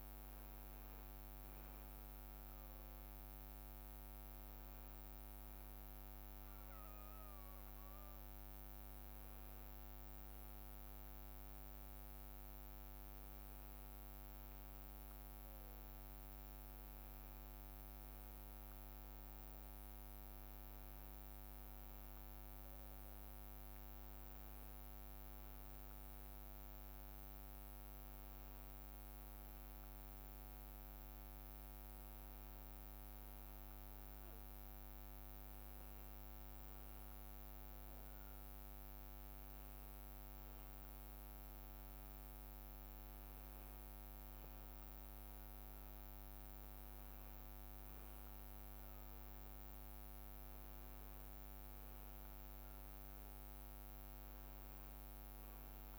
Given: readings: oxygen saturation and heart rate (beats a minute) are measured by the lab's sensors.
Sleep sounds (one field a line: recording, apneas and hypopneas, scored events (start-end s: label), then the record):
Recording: breathing in sleep, hard to hear, by a microphone on the trachea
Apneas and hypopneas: none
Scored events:
42.00-55.99 s: new sleep stage, N2 (light sleep)
From the record:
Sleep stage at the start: N1 (lightest sleep)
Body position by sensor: on the back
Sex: male